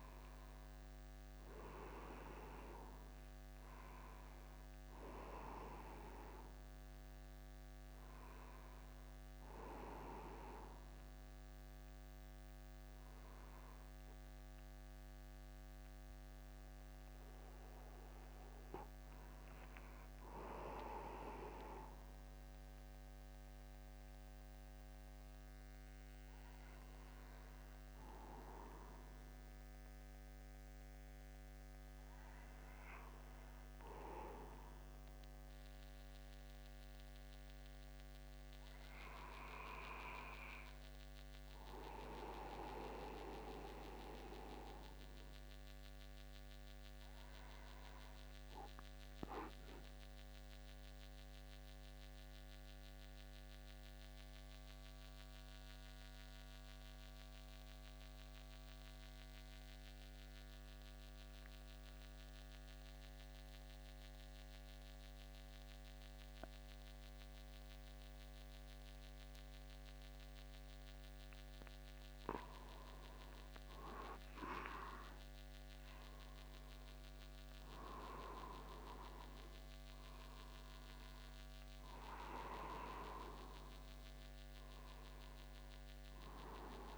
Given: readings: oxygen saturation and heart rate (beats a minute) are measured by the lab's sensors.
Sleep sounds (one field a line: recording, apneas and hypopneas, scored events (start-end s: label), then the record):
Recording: breathing in sleep by a microphone on the trachea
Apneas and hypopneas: 1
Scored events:
0.00-3.00 s: arousal
35.50-86.98 s: new sleep stage, N2 (light sleep)
51.50-73.00 s: mixed apnea (oxygen 97% before, 94% lowest, heart rate 51 before, 50 extreme, up 9 after)
72.00-74.00 s: long interval between heartbeats (device-marked, heart rate 50 before, 60 extreme)
76.00-81.00 s: arousal
From the record:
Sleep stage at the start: N1 (lightest sleep)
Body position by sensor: upright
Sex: male